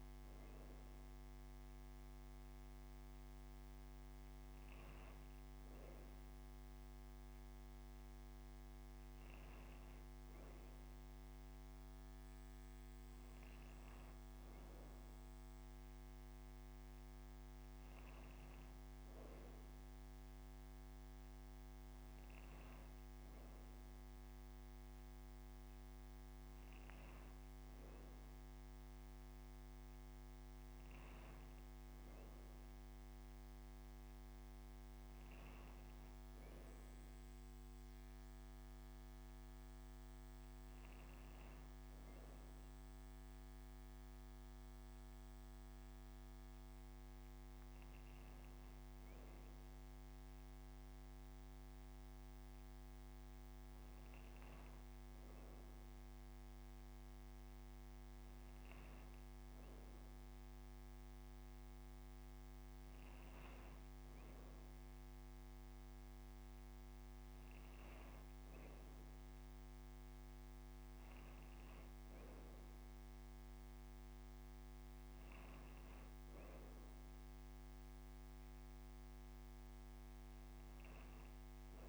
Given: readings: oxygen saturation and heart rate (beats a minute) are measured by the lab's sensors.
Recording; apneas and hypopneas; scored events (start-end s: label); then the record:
breathing in sleep, hard to hear, by a microphone on the trachea; none
19.50-21.50 s: long interval between heartbeats (device-marked)
24.00-26.00 s: long interval between heartbeats (device-marked, heart rate 30 before, 57 extreme)
43.50-45.50 s: long interval between heartbeats (device-marked, heart rate 33 before, 26 extreme)
From the record:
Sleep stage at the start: N2 (light sleep); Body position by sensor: on the right side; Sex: female